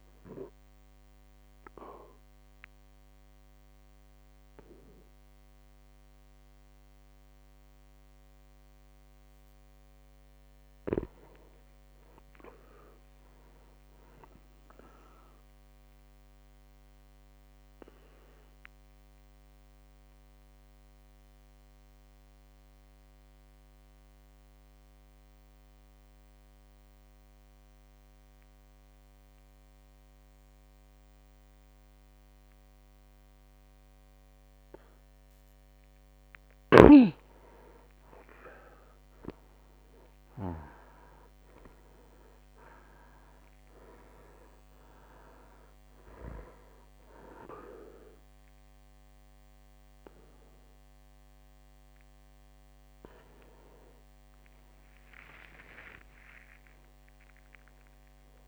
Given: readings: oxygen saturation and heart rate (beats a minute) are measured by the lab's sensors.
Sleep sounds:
breathing in sleep by a microphone on the trachea; 2
0.50-10.50 s: obstructive apnea (oxygen 99% before, 94% lowest, heart rate 60 before, 56 extreme, up 3 after)
10.50-12.50 s: long interval between heartbeats (device-marked, heart rate 59 before, 59 extreme)
11.50-14.50 s: arousal
16.50-35.00 s: obstructive apnea (oxygen 99% before, 94% lowest, heart rate 59 before, 56 extreme, up 6 after)
36.50-46.50 s: snoring (device-marked)
37.00-41.50 s: arousal
42.50-58.48 s: oxygen desaturation (device-marked, oxygen 99% before, 94% lowest, heart rate 59 before, 56 extreme)
56.50-58.48 s: drop in pulse transit time (device-marked, heart rate 60 before, 57 extreme)
From the record:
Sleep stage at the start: REM sleep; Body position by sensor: on the back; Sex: male

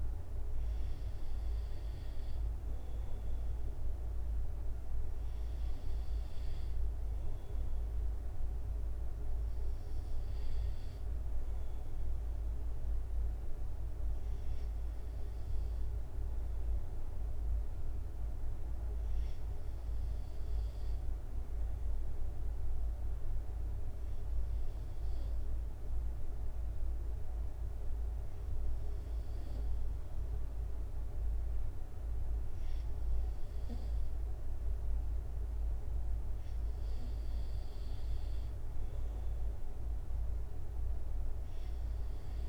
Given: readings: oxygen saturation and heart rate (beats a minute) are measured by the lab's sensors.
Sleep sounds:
breathing in sleep, hard to hear, by a room microphone; 1
19.00-32.50 s: hypopnea (oxygen 95% before, 93% lowest, heart rate 73 before, 65 extreme, up 3 after)
39.00-42.49 s: arousal
From the record:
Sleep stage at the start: N2 (light sleep); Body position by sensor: on the right side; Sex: male

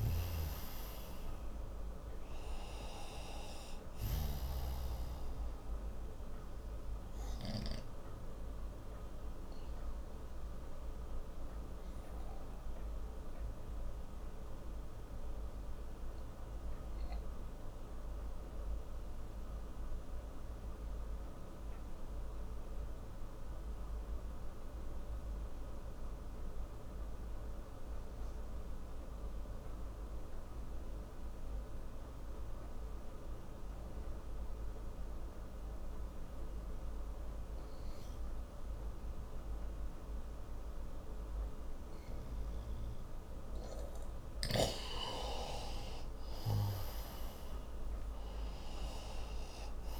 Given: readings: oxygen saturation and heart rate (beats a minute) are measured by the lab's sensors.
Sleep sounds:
breathing in sleep, hard to hear, by a room microphone; 1
0.00-25.00 s: oxygen desaturation (device-marked, oxygen 88% lowest)
6.50-43.00 s: obstructive apnea (oxygen 98% before, 88% lowest)
40.00-50.00 s: oxygen desaturation (device-marked, oxygen 97% before, 88% lowest)
45.50-49.00 s: arousal
From the record:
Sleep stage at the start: N2 (light sleep); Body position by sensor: on the right side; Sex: male

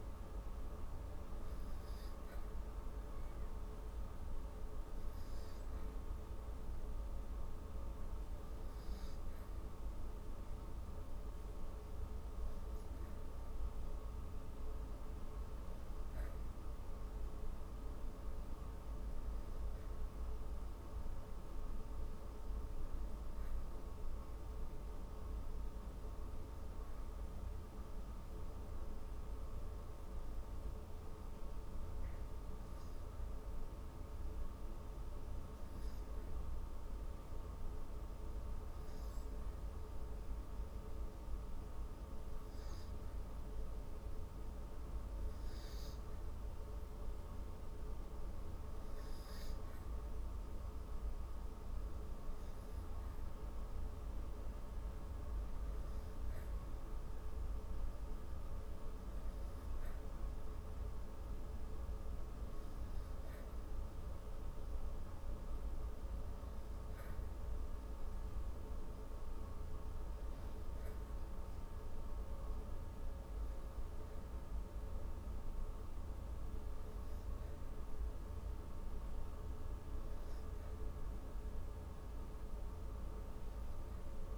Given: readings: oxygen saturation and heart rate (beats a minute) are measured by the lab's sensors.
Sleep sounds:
breathing in sleep, hard to hear, by a room microphone; 1
0.00-29.50 s: oxygen desaturation (device-marked, oxygen 92% lowest)
18.50-22.50 s: arousal
27.50-48.00 s: hypopnea (oxygen 96% before, 92% lowest)
51.00-55.50 s: arousal
82.50-84.38 s: arousal
From the record:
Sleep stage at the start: N2 (light sleep); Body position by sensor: on the back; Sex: female

